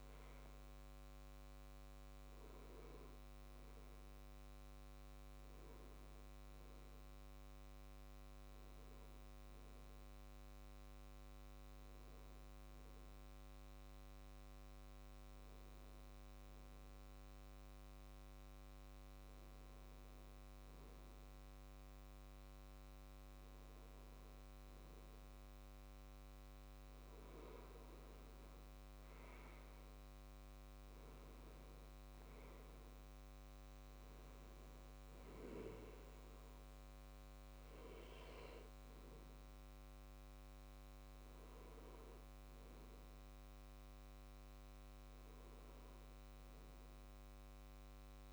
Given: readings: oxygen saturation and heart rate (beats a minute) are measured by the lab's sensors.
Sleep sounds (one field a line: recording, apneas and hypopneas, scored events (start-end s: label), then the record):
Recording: breathing in sleep, hard to hear, by a microphone on the trachea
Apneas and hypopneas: none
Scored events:
none scored
From the record:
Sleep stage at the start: N2 (light sleep)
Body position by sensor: on the left side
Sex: male